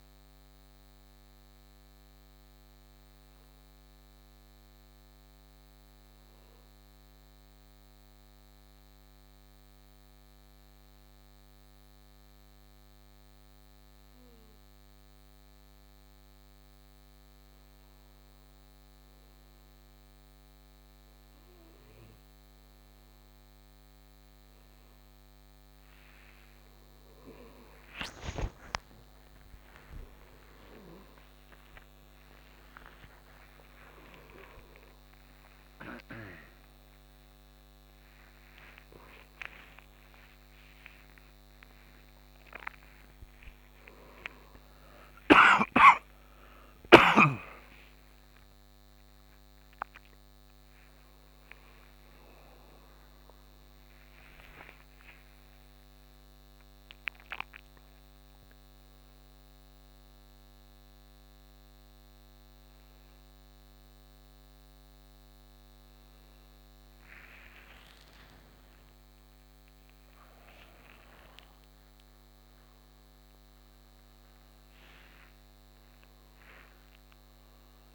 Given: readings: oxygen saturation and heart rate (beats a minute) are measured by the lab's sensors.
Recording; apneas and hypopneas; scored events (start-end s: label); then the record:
a person partly awake in a sleep study, by a microphone on the trachea; 1
0.00-17.50 s: oxygen desaturation (device-marked, oxygen 86% lowest, heart rate 52 extreme)
1.50-26.00 s: hypopnea (oxygen 97% before, 86% lowest, heart rate 70 before, 52 extreme)
40.50-77.95 s: new sleep stage, awake
From the record:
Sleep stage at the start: N2 (light sleep); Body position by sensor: on the right side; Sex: male